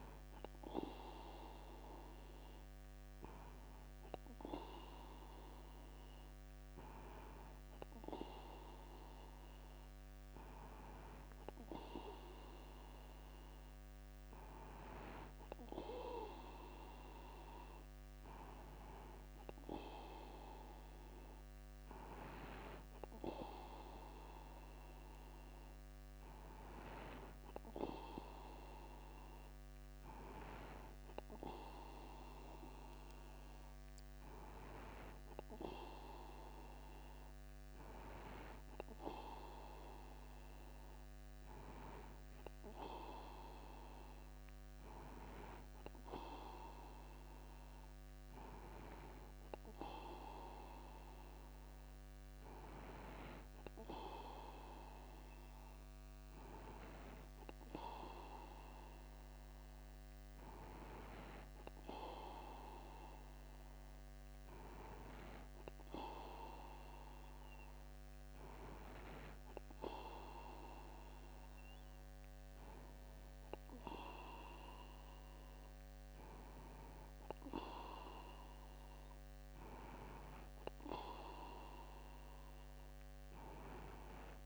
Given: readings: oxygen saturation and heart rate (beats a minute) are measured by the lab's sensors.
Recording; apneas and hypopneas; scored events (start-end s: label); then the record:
breathing in sleep by a microphone on the trachea; none
0.00-2.00 s: long interval between heartbeats (device-marked, heart rate 47 before, 42 extreme)
5.00-7.00 s: long interval between heartbeats (device-marked, heart rate 45 before, 29 extreme)
8.50-10.50 s: long interval between heartbeats (device-marked, heart rate 41 before, 29 extreme)
15.50-17.50 s: long interval between heartbeats (device-marked, heart rate 39 before, 51 extreme)
34.50-36.50 s: long interval between heartbeats (device-marked)
39.00-41.00 s: long interval between heartbeats (device-marked)
43.50-45.50 s: long interval between heartbeats (device-marked)
52.50-54.50 s: long interval between heartbeats (device-marked)
55.50-57.50 s: long interval between heartbeats (device-marked, heart rate 31 before, 25 extreme)
73.50-75.50 s: long interval between heartbeats (device-marked)
75.50-77.50 s: long interval between heartbeats (device-marked)
From the record:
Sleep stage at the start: N2 (light sleep); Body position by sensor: upright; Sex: male